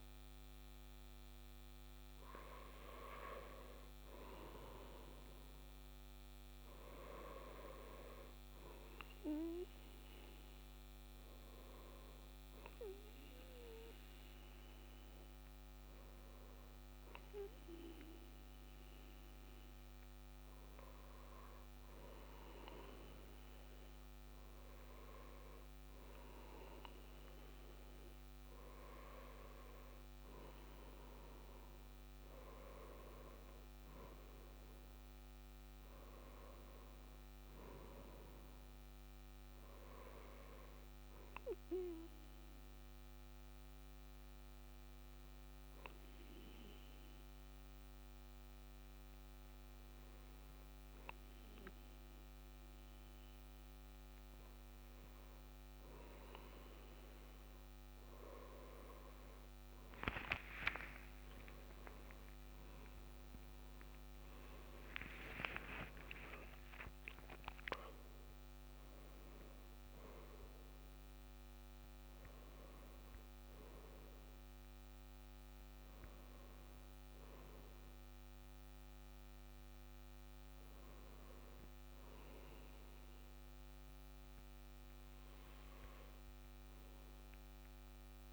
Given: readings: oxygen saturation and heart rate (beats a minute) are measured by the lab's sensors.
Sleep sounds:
breathing in sleep by a microphone on the trachea; 2
11.50-23.50 s: hypopnea (oxygen 97% before, 94% lowest, heart rate 64 before, 60 extreme, up 1 after)
27.00-32.00 s: arousal
41.50-56.00 s: hypopnea (oxygen 96% before, 94% lowest, heart rate 64 before, 60 extreme, up 4 after)
60.50-66.50 s: arousal
From the record:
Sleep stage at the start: N2 (light sleep); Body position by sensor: on the back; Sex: male

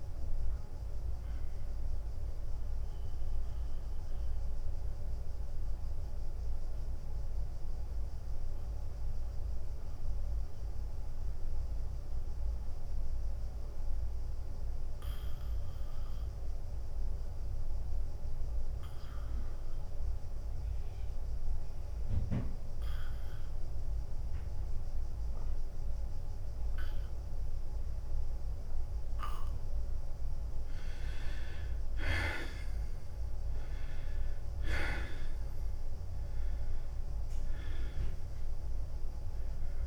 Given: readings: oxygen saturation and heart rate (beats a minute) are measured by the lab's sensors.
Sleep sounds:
breathing in sleep by a room microphone; 1
0.00-6.00 s: drop in pulse transit time (device-marked, heart rate 92 extreme)
0.00-19.00 s: oxygen desaturation (device-marked, oxygen 86% lowest, heart rate 87 extreme)
1.50-31.50 s: mixed apnea (oxygen 98% before, 81% lowest, heart rate 91 before, 87 extreme, up 6 after)
29.00-39.86 s: oxygen desaturation (device-marked, oxygen 98% before, 81% lowest, heart rate 91 before, 89 extreme)
34.00-39.86 s: drop in pulse transit time (device-marked, heart rate 90 before, 89 extreme)
34.50-39.00 s: arousal
From the record:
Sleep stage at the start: N2 (light sleep); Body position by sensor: on the back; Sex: male

